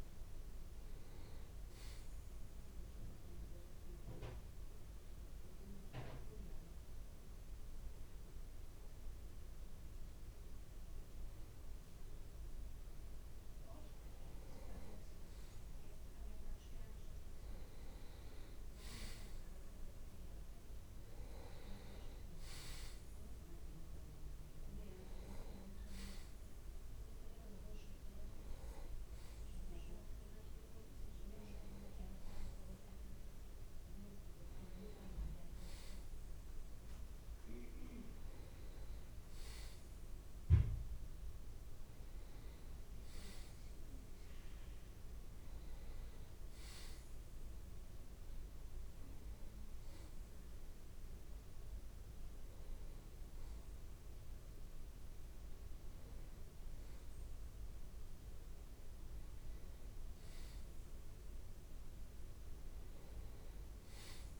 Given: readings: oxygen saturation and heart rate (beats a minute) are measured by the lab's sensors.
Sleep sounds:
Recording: breathing in sleep by a room microphone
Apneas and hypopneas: 1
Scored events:
3.50-14.50 s: hypopnea (oxygen 92% before, 87% lowest, heart rate 70 before, 69 extreme, up 49 after)
16.50-20.00 s: arousal
19.50-37.50 s: oxygen desaturation (device-marked, oxygen 92% before, 87% lowest, heart rate 99 before, 68 extreme)
From the record:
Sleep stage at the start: N2 (light sleep)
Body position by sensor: on the back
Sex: male

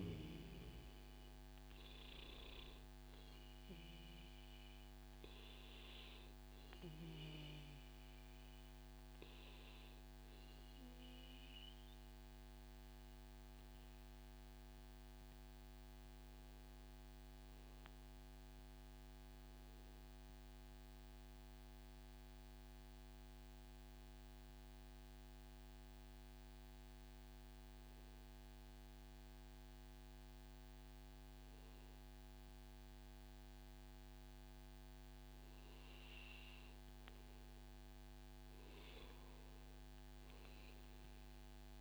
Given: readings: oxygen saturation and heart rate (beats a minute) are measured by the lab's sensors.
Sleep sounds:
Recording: breathing in sleep, hard to hear, by a microphone on the trachea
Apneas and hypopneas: 1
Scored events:
0.00-1.50 s: long interval between heartbeats (device-marked, heart rate 133 extreme)
14.50-37.50 s: obstructive apnea (oxygen 98% before, 94% lowest, heart rate 136 before, 103 extreme)
39.50-41.81 s: arousal
From the record:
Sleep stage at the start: N2 (light sleep)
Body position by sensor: on the back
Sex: male

